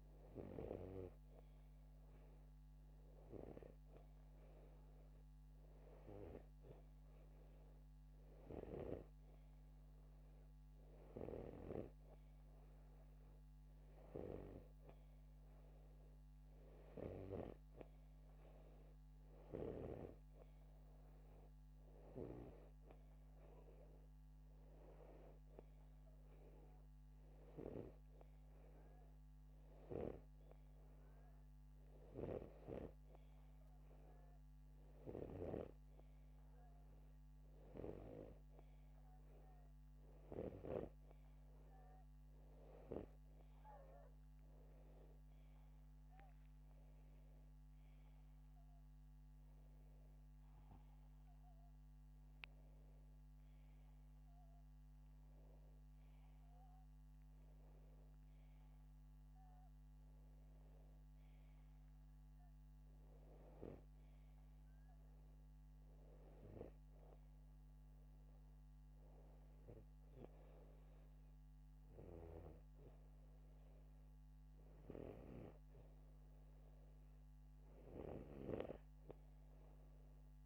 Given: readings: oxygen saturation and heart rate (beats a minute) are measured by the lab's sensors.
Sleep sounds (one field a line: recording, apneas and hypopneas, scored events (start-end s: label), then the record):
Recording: breathing in sleep by a microphone on the trachea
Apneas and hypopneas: none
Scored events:
78.50-80.46 s: snoring (device-marked)
From the record:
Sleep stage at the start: N2 (light sleep)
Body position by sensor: upright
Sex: male